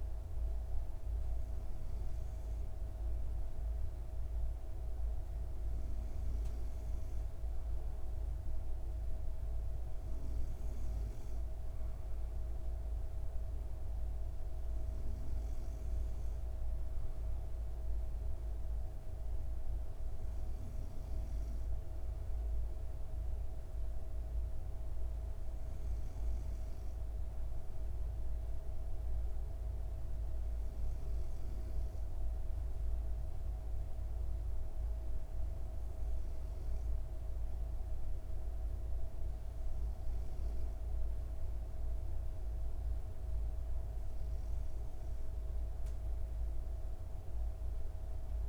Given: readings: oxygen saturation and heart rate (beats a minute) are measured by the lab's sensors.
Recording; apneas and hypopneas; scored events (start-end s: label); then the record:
breathing in sleep, hard to hear, by a room microphone; none
none scored
From the record:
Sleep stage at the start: N2 (light sleep); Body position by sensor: on the back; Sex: female